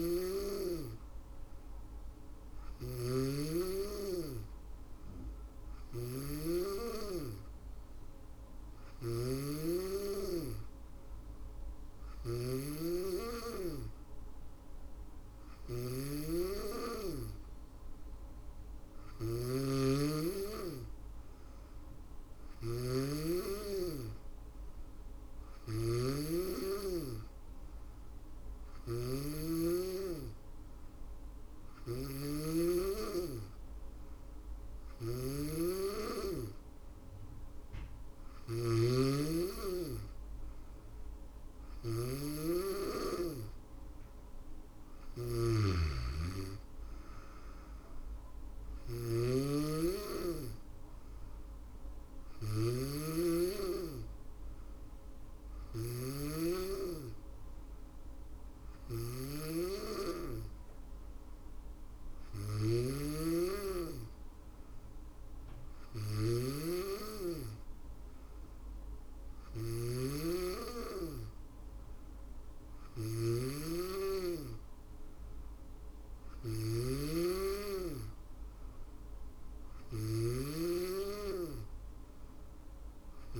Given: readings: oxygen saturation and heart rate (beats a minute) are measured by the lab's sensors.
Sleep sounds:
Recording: breathing in sleep by a room microphone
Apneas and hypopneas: none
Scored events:
0.00-82.50 s: snoring (device-marked)
36.00-50.00 s: drop in pulse transit time (device-marked, heart rate 62 before, 61 extreme)
From the record:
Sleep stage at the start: N2 (light sleep)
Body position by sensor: on the back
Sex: female

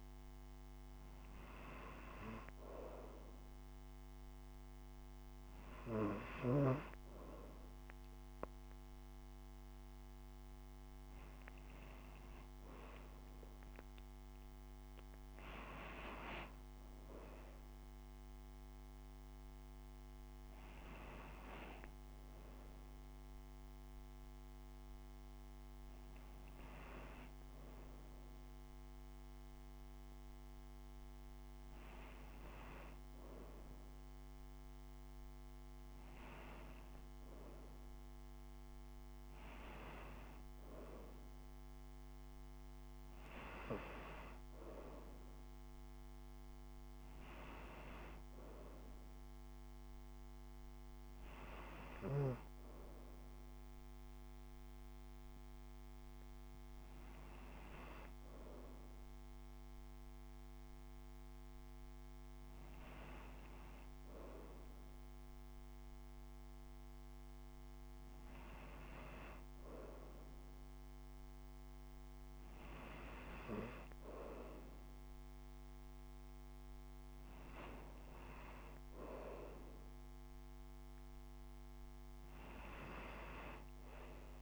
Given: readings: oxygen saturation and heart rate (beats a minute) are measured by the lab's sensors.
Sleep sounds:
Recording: breathing in sleep by a microphone on the trachea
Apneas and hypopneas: none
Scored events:
none scored
From the record:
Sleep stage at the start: N2 (light sleep)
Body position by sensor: upright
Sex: female

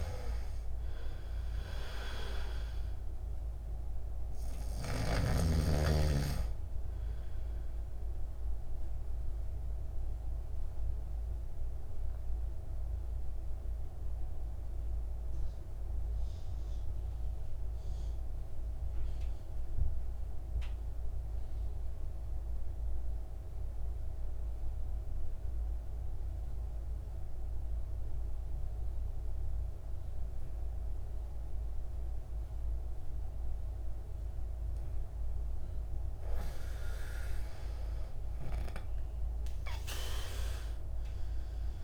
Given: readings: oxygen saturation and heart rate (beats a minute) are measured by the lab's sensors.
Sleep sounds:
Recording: breathing in sleep by a room microphone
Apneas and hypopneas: 1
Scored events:
0.00-5.50 s: snoring (device-marked)
0.00-31.00 s: oxygen desaturation (device-marked, oxygen 87% lowest, heart rate 51 extreme)
8.00-35.00 s: mixed apnea (oxygen 99% before, 83% lowest, heart rate 57 before, 51 extreme, up 7 after)
33.00-41.84 s: oxygen desaturation (device-marked, oxygen 99% before, 83% lowest, heart rate 55 before, 53 extreme)
37.50-40.00 s: arousal
From the record:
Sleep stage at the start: N2 (light sleep)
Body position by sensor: on the back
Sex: male

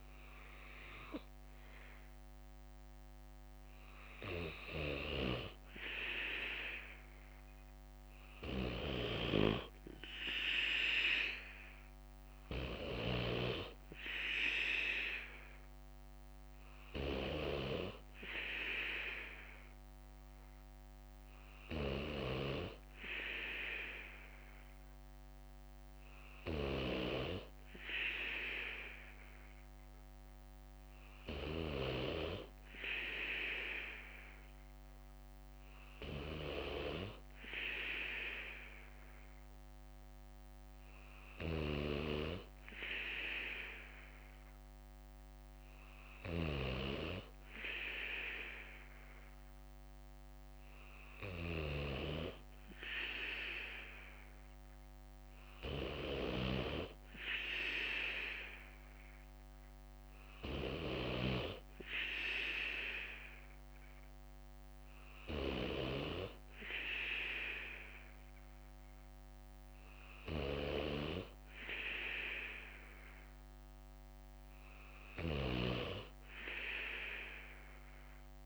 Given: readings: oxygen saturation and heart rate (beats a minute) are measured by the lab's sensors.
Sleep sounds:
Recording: breathing in sleep by a microphone on the trachea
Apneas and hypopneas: none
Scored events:
16.50-19.50 s: bradycardia (device-marked, heart rate 61 before, 60 extreme)
29.50-40.50 s: drop in pulse transit time (device-marked, heart rate 61 before, 60 extreme)
65.50-72.50 s: bradycardia (device-marked, heart rate 61 before, 59 extreme)
From the record:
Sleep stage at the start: N3 (deep sleep)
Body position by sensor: on the right side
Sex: male

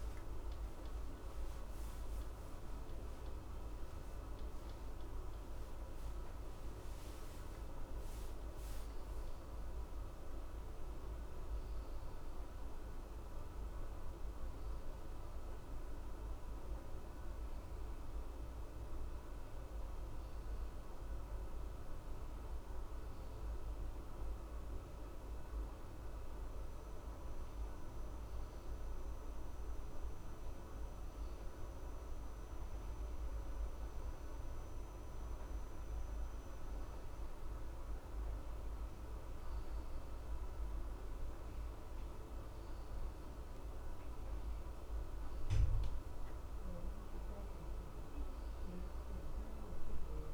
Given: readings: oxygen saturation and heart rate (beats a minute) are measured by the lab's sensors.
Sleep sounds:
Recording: a person awake in a sleep study, hard to hear, by a room microphone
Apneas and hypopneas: none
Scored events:
29.50-50.33 s: new sleep stage, N1 (lightest sleep)
From the record:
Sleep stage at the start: awake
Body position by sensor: on the left side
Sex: male

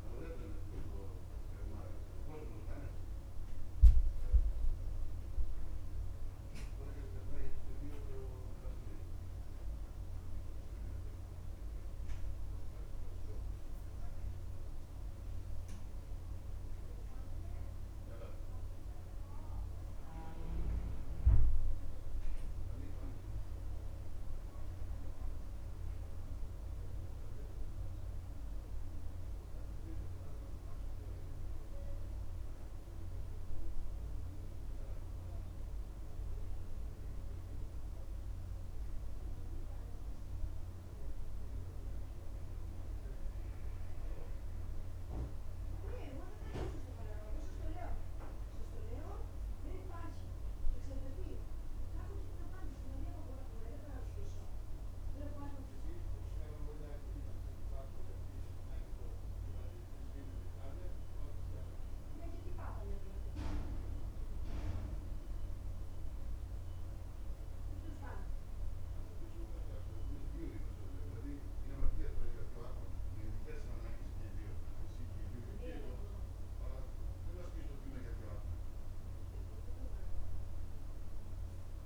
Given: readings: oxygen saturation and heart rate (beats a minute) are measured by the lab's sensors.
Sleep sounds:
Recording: breathing in sleep by a room microphone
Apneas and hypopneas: none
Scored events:
49.00-81.86 s: new sleep stage, N1 (lightest sleep)
From the record:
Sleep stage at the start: N2 (light sleep)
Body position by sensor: on the back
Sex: male

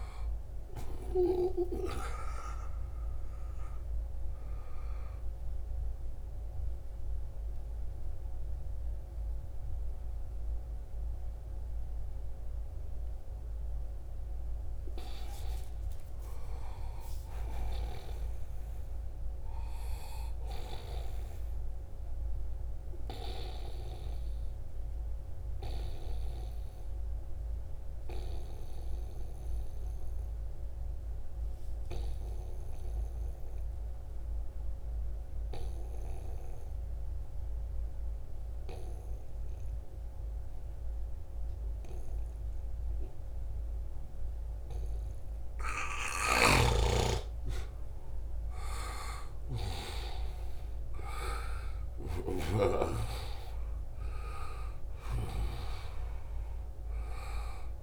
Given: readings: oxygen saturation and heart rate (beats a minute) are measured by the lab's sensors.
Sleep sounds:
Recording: breathing in sleep by a room microphone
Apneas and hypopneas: 1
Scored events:
0.00-13.50 s: oxygen desaturation (device-marked, oxygen 89% lowest, heart rate 65 extreme)
16.50-21.00 s: arousal
16.50-57.83 s: new sleep stage, N2 (light sleep)
24.00-45.00 s: obstructive apnea (oxygen 98% before, 90% lowest, heart rate 80 before, 70 extreme, up 5 after)
45.50-57.83 s: oxygen desaturation (device-marked, oxygen 97% before, 90% lowest, heart rate 73 before, 65 extreme)
45.50-57.83 s: snoring (device-marked)
47.00-52.50 s: arousal
From the record:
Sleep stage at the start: N1 (lightest sleep)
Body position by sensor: on the right side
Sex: male

